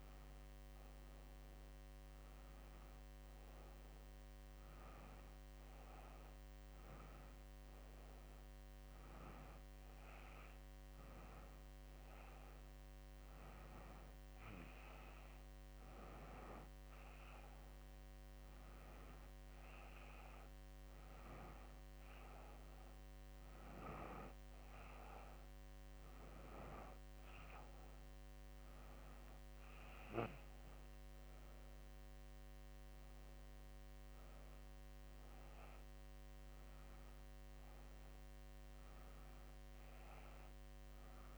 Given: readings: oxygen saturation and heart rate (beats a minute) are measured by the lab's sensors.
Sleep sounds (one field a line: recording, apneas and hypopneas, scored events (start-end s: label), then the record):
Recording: breathing in sleep by a microphone on the trachea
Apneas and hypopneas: none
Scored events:
none scored
From the record:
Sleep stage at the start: N2 (light sleep)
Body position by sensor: on the back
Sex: female